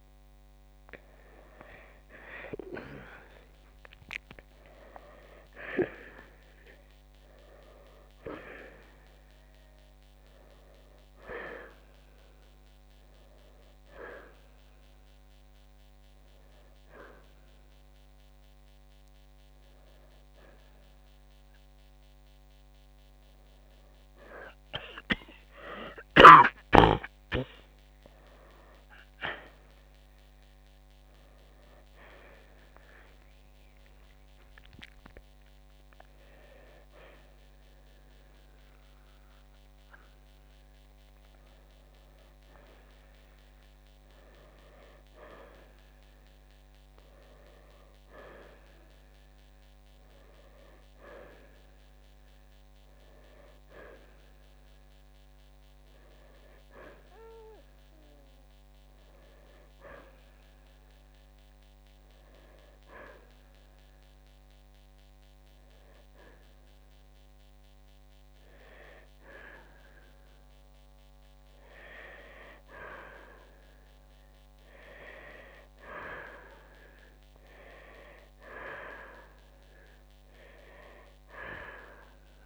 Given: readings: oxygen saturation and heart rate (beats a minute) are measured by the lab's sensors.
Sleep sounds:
breathing in sleep by a microphone on the trachea; none
0.00-8.50 s: oxygen desaturation (device-marked, oxygen 87% lowest, heart rate 62 extreme)
6.50-10.00 s: arousal
20.50-32.50 s: oxygen desaturation (device-marked, oxygen 91% before, 86% lowest, heart rate 67 before, 58 extreme)
40.00-43.00 s: arousal
From the record:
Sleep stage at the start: N2 (light sleep); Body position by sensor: on the right side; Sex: male

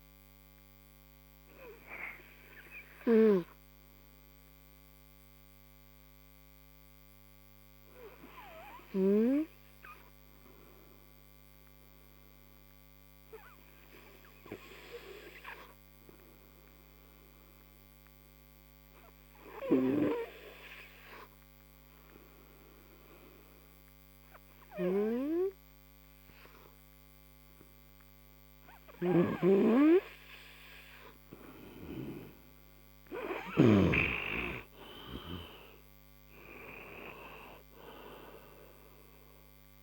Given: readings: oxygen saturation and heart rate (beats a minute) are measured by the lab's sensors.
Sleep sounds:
breathing in sleep by a microphone on the trachea; 1
0.00-6.00 s: oxygen desaturation (device-marked, oxygen 90% lowest)
3.00-31.00 s: hypopnea (oxygen 97% before, 89% lowest)
28.00-39.83 s: oxygen desaturation (device-marked, oxygen 98% before, 89% lowest)
34.00-37.00 s: arousal
From the record:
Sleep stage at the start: N2 (light sleep); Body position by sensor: on the right side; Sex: male

